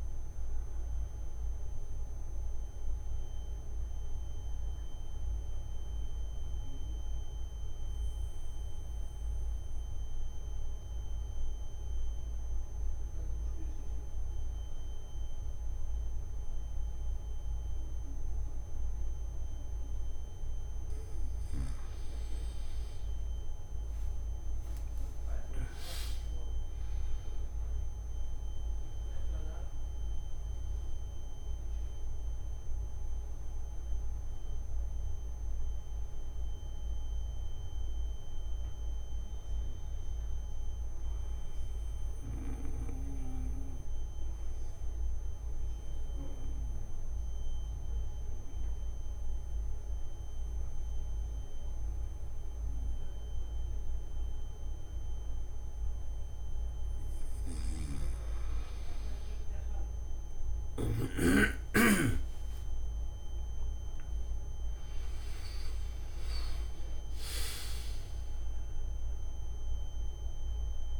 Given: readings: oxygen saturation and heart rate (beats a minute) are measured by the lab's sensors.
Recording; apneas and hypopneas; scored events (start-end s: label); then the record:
breathing in sleep by a room microphone; 2
0.00-11.50 s: oxygen desaturation (device-marked, oxygen 94% lowest, heart rate 86 extreme)
5.00-20.50 s: obstructive apnea (oxygen 97% before, 93% lowest, heart rate 133 before, 85 extreme, up 11 after)
31.50-49.50 s: oxygen desaturation (device-marked, oxygen 98% before, 93% lowest, heart rate 139 before, 86 extreme)
42.00-57.50 s: obstructive apnea (oxygen 98% before, 93% lowest, heart rate 106 before, 86 extreme)
67.50-71.00 s: oxygen desaturation (device-marked, oxygen 98% before, 94% lowest, heart rate 142 before, 60 extreme)
From the record:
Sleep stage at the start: N2 (light sleep); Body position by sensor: on the back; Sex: male